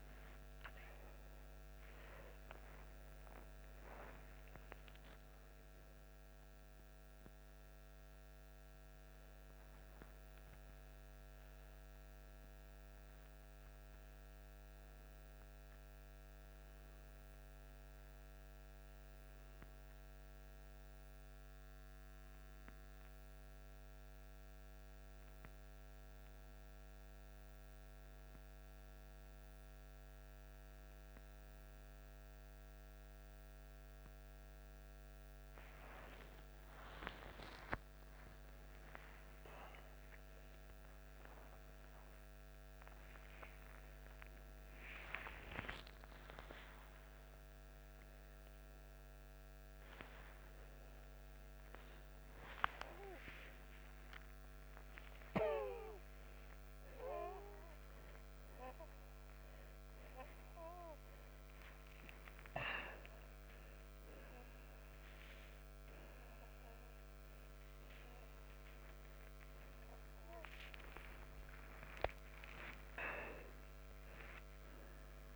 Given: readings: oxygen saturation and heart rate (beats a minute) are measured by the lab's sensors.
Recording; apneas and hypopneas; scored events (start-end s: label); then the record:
a person awake in a sleep study, by a microphone on the trachea; none
51.00-56.00 s: oxygen desaturation (device-marked, oxygen 92% before, 88% lowest, heart rate 102 before, 26 extreme)
65.00-72.00 s: oxygen desaturation (device-marked, oxygen 91% before, 87% lowest)
From the record:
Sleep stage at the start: awake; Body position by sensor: upright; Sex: male